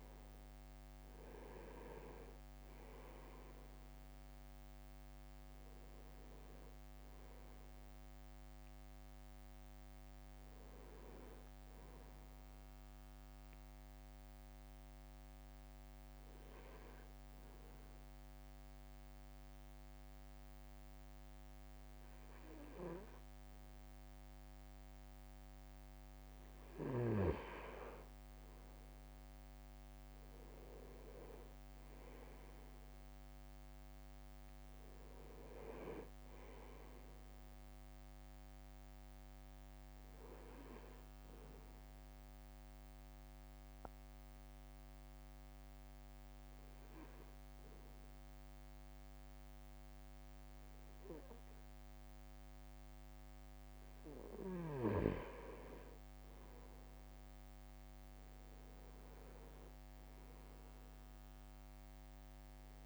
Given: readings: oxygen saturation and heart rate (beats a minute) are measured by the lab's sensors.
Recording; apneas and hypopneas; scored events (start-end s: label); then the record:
breathing in sleep by a microphone on the trachea; 2
0.00-2.00 s: arousal
0.00-5.00 s: leg movement (device-marked)
14.00-26.00 s: obstructive apnea (oxygen 99% before, 96% lowest, heart rate 58 before, 54 extreme, up 2 after)
29.00-33.00 s: arousal
29.00-33.50 s: leg movement (device-marked)
34.00-46.00 s: drop in pulse transit time (device-marked, heart rate 58 before, 54 extreme)
42.50-54.50 s: obstructive apnea (oxygen 98% before, 96% lowest, heart rate 57 before, 52 extreme, up 4 after)
56.50-60.00 s: leg movement (device-marked)
57.00-61.50 s: arousal
60.00-62.86 s: drop in pulse transit time (device-marked, heart rate 56 before, 52 extreme)
From the record:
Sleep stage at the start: N2 (light sleep); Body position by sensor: on the right side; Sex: male